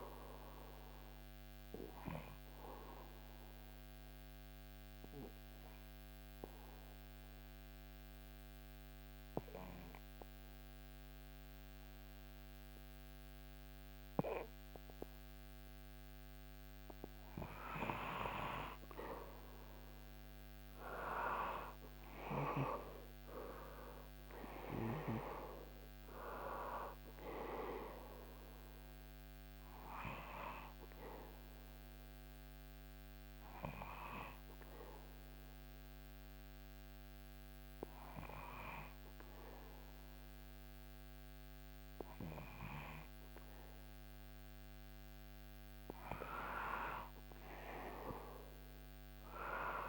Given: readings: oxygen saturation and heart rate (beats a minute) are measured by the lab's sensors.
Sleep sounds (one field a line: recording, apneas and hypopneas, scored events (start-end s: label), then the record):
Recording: breathing in sleep by a microphone on the trachea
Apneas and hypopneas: 2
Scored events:
1.00-15.00 s: obstructive apnea (oxygen 97% before, 92% lowest, heart rate 79 before, 76 extreme, up 5 after)
18.50-22.50 s: arousal
22.00-42.00 s: oxygen desaturation (device-marked, oxygen 98% before, 92% lowest, heart rate 78 before, 75 extreme)
29.50-44.50 s: obstructive apnea (oxygen 98% before, 92% lowest, heart rate 79 before, 75 extreme, up 7 after)
47.00-49.89 s: arousal
From the record:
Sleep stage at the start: N2 (light sleep)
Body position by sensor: on the back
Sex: male